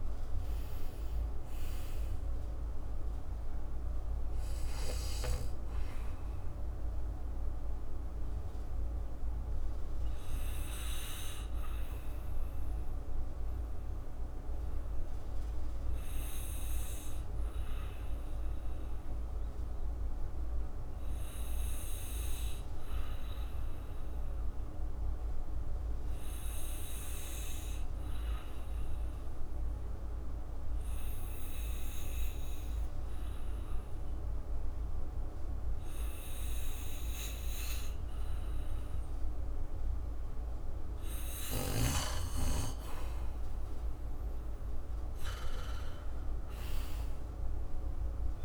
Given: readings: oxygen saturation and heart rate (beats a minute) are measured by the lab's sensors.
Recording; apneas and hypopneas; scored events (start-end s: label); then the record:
breathing in sleep, hard to hear, by a room microphone; 1
0.00-5.00 s: oxygen desaturation (device-marked, oxygen 95% lowest, heart rate 58 extreme)
8.50-41.50 s: obstructive apnea (oxygen 98% before, 88% lowest, heart rate 63 before, 55 extreme, up 8 after)
10.00-23.00 s: oxygen desaturation (device-marked, oxygen 95% before, 90% lowest, heart rate 63 before, 59 extreme)
31.00-48.45 s: new sleep stage, N1 (lightest sleep)
43.00-48.45 s: oxygen desaturation (device-marked, oxygen 98% before, 88% lowest, heart rate 60 before, 55 extreme)
From the record:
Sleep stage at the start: N2 (light sleep); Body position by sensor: on the back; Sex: male